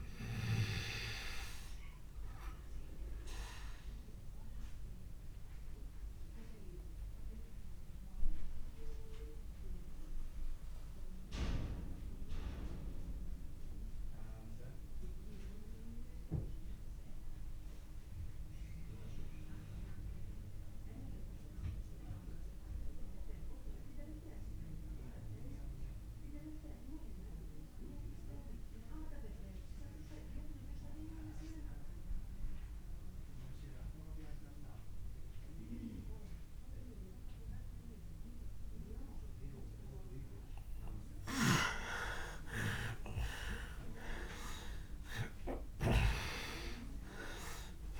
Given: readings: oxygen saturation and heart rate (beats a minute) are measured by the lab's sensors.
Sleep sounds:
breathing in sleep by a room microphone; 1
0.00-20.00 s: oxygen desaturation (device-marked, oxygen 80% lowest)
1.50-40.50 s: obstructive apnea (oxygen 96% before, 80% lowest)
38.00-48.00 s: oxygen desaturation (device-marked, oxygen 99% before, 84% lowest)
42.00-47.00 s: arousal
From the record:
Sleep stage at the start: REM sleep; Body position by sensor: on the back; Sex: male

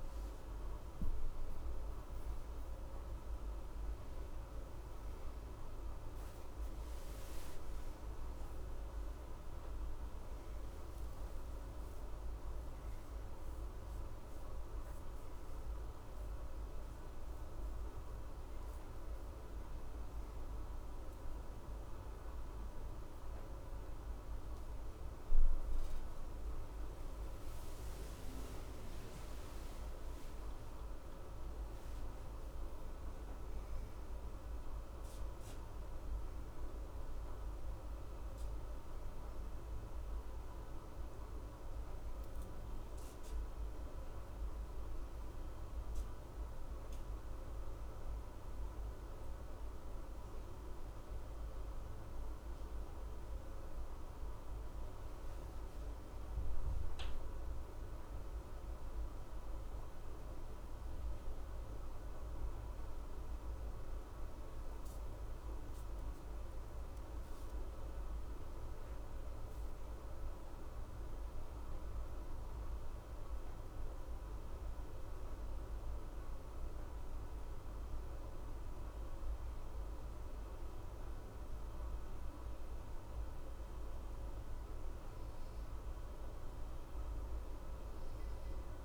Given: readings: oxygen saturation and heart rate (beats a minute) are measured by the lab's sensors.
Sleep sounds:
a person partly awake in a sleep study, hard to hear, by a room microphone; none
5.50-35.50 s: new sleep stage, awake
35.50-88.85 s: new sleep stage, N1 (lightest sleep)
From the record:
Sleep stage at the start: N2 (light sleep); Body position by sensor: on the left side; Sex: male

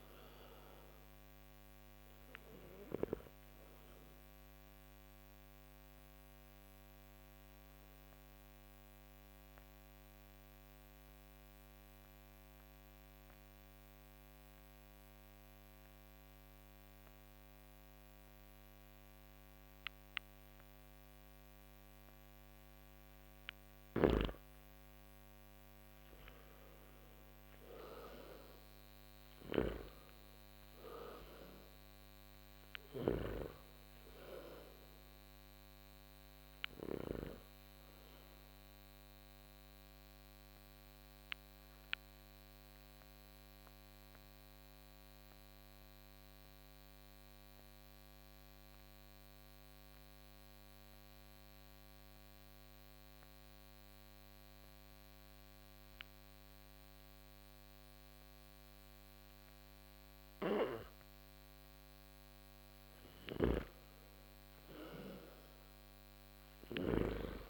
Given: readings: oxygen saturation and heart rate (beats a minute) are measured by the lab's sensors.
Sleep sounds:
breathing in sleep by a microphone on the trachea; 2
3.50-23.00 s: obstructive apnea (oxygen 98% before, 86% lowest)
12.50-22.50 s: oxygen desaturation (device-marked, oxygen 97% before, 92% lowest)
25.00-28.50 s: arousal
29.50-55.50 s: oxygen desaturation (device-marked, oxygen 97% before, 86% lowest)
39.00-62.00 s: mixed apnea (oxygen 97% before, 85% lowest)
62.50-66.50 s: snoring (device-marked)
64.50-67.49 s: arousal
65.50-67.49 s: oxygen desaturation (device-marked, oxygen 98% before, 85% lowest)
From the record:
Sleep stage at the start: N2 (light sleep); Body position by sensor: on the back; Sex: male

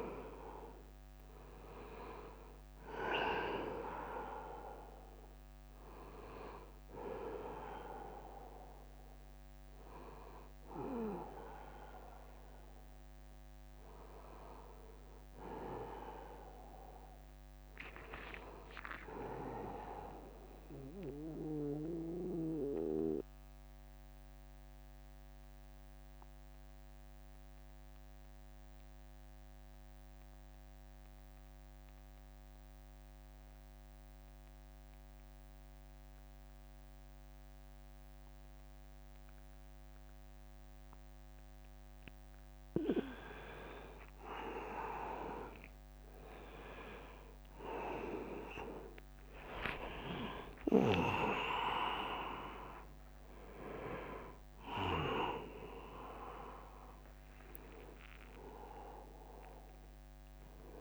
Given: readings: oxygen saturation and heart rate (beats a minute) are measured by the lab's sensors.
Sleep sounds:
breathing in sleep by a microphone on the trachea; 1
0.00-4.50 s: drop in pulse transit time (device-marked, heart rate 76 extreme)
0.00-19.50 s: oxygen desaturation (device-marked, oxygen 89% lowest, heart rate 68 extreme)
6.50-8.50 s: long interval between heartbeats (device-marked, heart rate 85 before, 79 extreme)
19.50-21.50 s: long interval between heartbeats (device-marked, heart rate 78 before, 68 extreme)
20.50-42.00 s: mixed apnea (oxygen 99% before, 91% lowest, heart rate 78 before, 65 extreme, up 3 after)
43.50-60.81 s: oxygen desaturation (device-marked, oxygen 100% before, 91% lowest, heart rate 79 before, 65 extreme)
45.00-50.00 s: arousal
46.50-59.50 s: drop in pulse transit time (device-marked, heart rate 79 before, 72 extreme)
From the record:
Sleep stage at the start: N2 (light sleep); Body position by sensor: on the back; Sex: male

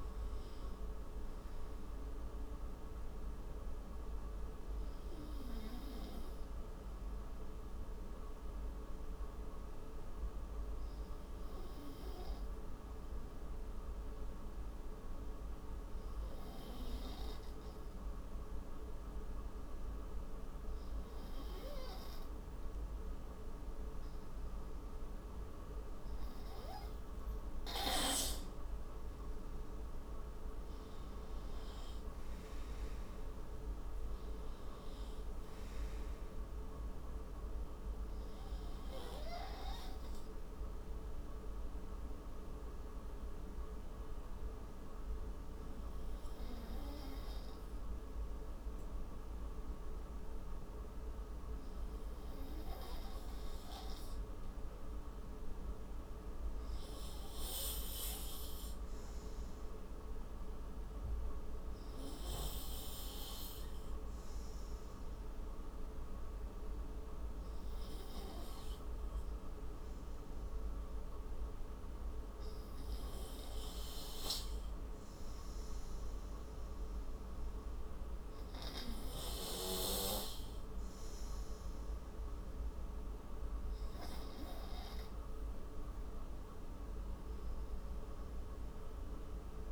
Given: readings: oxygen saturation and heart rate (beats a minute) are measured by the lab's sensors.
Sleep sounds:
breathing in sleep, hard to hear, by a room microphone; 2
2.00-24.00 s: obstructive apnea (oxygen 96% before, 93% lowest)
28.50-33.00 s: arousal
32.50-47.50 s: oxygen desaturation (device-marked, oxygen 98% before, 93% lowest)
43.00-73.00 s: obstructive apnea (oxygen 98% before, 93% lowest)
74.00-77.00 s: arousal
From the record:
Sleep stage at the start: N2 (light sleep); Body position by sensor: on the right side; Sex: male

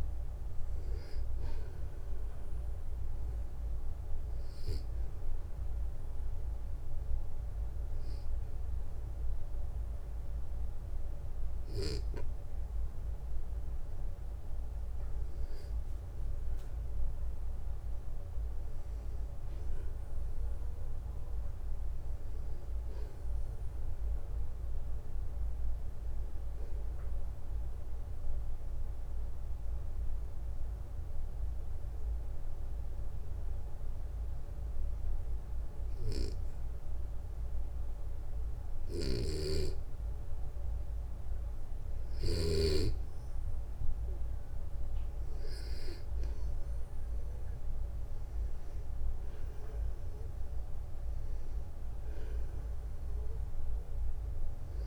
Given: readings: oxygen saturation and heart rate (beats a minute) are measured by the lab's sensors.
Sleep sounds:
breathing in sleep, hard to hear, by a room microphone; 2
4.00-15.00 s: hypopnea (oxygen 97% before, 93% lowest, heart rate 64 before, 62 extreme, up 5 after)
16.00-19.50 s: arousal
27.50-39.50 s: obstructive apnea (oxygen 96% before, 93% lowest, heart rate 64 before, 62 extreme, up 7 after)
38.00-42.00 s: snoring (device-marked)
46.00-50.50 s: arousal
From the record:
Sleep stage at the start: N2 (light sleep); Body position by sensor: on the back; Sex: male

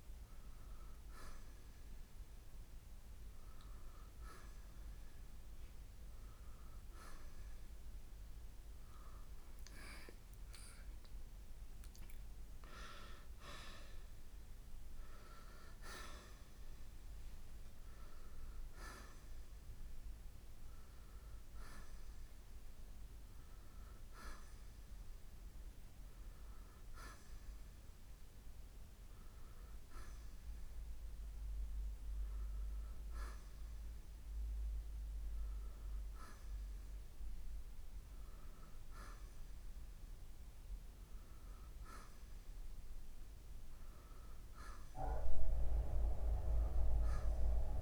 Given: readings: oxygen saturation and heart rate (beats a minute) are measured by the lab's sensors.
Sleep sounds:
breathing in sleep by a room microphone; none
none scored
From the record:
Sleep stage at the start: N1 (lightest sleep); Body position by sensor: on the right side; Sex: male

